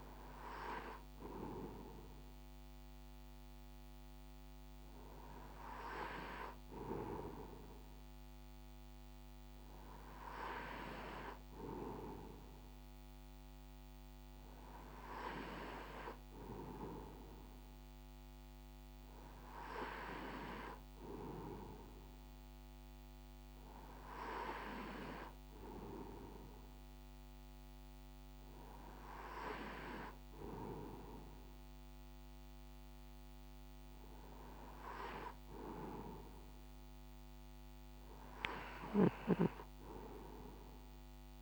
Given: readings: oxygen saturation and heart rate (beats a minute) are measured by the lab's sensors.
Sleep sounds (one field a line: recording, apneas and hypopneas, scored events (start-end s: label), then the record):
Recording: breathing in sleep by a microphone on the trachea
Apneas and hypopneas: none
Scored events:
none scored
From the record:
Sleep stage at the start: N2 (light sleep)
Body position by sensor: on the right side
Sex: male